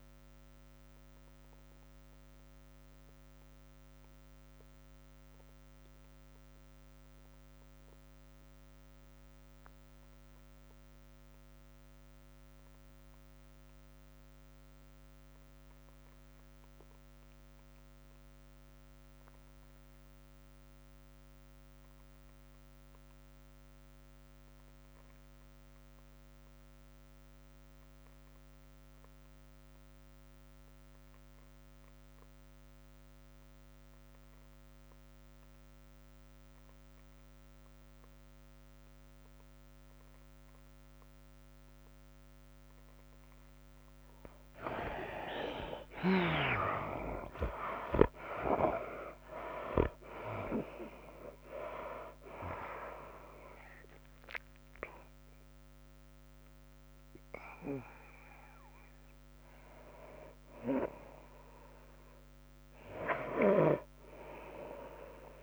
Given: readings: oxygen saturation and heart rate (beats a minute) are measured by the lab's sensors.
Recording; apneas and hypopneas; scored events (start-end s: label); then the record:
breathing in sleep by a microphone on the trachea; 1
0.00-3.00 s: tachycardia (device-marked, heart rate 105 extreme)
0.00-7.00 s: oxygen desaturation (device-marked, oxygen 78% lowest, heart rate 76 extreme)
0.00-8.00 s: drop in pulse transit time (device-marked, heart rate 99 extreme)
1.00-45.00 s: obstructive apnea (oxygen 98% before, 64% lowest, heart rate 100 before, 60 extreme, up 48 after)
18.00-65.42 s: oxygen desaturation (device-marked, oxygen 98% before, 64% lowest, heart rate 99 before, 60 extreme)
46.50-50.00 s: arousal
48.00-65.42 s: tachycardia (device-marked, heart rate 96 before, 111 extreme)
49.00-63.00 s: drop in pulse transit time (device-marked, heart rate 67 before, 91 extreme)
From the record:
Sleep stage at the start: N2 (light sleep); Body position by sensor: on the right side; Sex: female